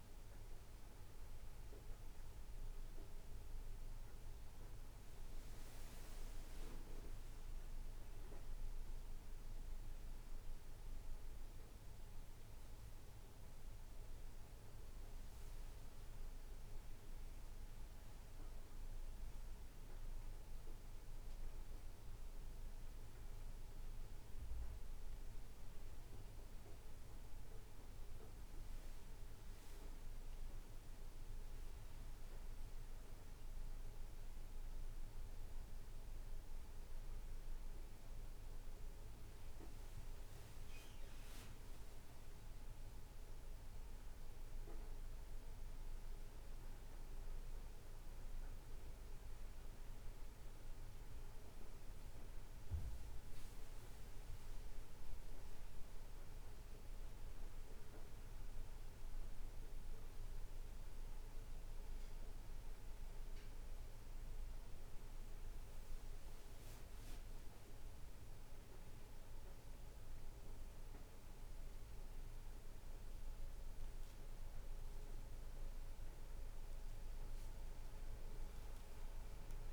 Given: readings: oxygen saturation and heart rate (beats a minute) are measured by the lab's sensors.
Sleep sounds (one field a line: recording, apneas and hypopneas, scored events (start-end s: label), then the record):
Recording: breathing in sleep, hard to hear, by a room microphone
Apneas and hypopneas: none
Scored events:
none scored
From the record:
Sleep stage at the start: N1 (lightest sleep)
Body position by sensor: on the back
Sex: male